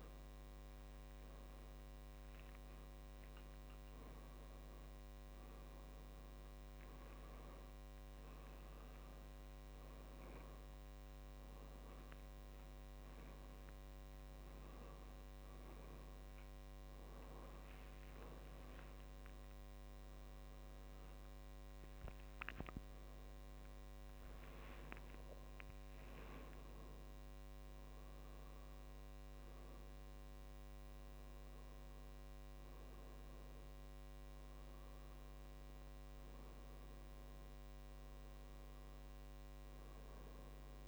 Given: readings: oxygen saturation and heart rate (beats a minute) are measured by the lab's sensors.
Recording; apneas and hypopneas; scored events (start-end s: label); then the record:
a person awake in a sleep study, hard to hear, by a microphone on the trachea; none
0.00-6.50 s: tachycardia (device-marked, heart rate 131 extreme)
2.00-4.00 s: long interval between heartbeats (device-marked, heart rate 95 before, 102 extreme)
4.00-6.00 s: long interval between heartbeats (device-marked, heart rate 97 before, 129 extreme)
6.50-8.50 s: long interval between heartbeats (device-marked, heart rate 103 before, 131 extreme)
10.50-16.50 s: tachycardia (device-marked, heart rate 70 before, 122 extreme)
12.50-14.50 s: long interval between heartbeats (device-marked, heart rate 102 before, 94 extreme)
14.50-29.50 s: oxygen desaturation (device-marked, oxygen 96% before, 93% lowest, heart rate 103 before, 61 extreme)
27.00-29.00 s: long interval between heartbeats (device-marked, heart rate 98 before, 79 extreme)
From the record:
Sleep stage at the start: awake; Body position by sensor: on the right side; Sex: male